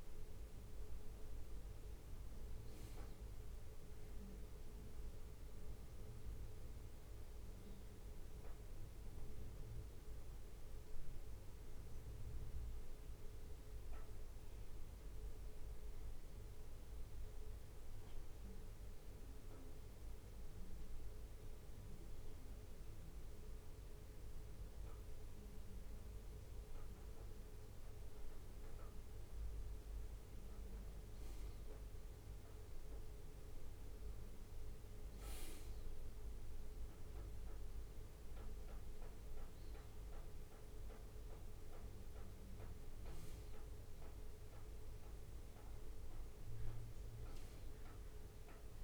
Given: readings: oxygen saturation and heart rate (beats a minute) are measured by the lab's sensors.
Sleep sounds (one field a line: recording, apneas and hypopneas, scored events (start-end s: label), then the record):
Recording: a person awake in a sleep study, hard to hear, by a room microphone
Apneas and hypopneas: none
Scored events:
none scored
From the record:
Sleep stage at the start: awake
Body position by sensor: on the right side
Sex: male